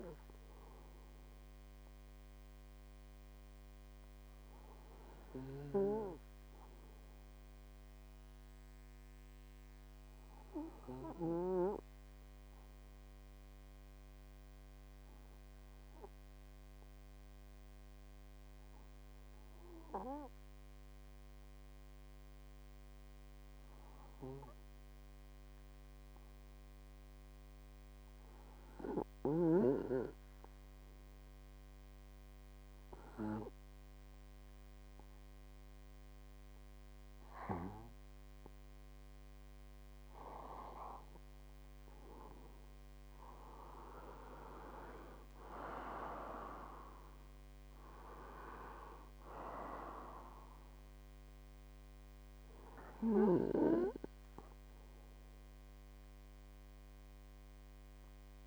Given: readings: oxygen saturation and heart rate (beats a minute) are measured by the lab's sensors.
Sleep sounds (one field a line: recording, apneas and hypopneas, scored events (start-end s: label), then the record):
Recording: breathing in sleep by a microphone on the trachea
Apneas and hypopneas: 1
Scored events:
8.00-37.50 s: hypopnea (oxygen 98% before, 93% lowest, heart rate 72 before, 51 extreme, up 4 after)
34.00-58.47 s: oxygen desaturation (device-marked, oxygen 98% before, 93% lowest, heart rate 54 before, 50 extreme)
42.50-46.50 s: arousal
From the record:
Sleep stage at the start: N2 (light sleep)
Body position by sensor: on the right side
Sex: male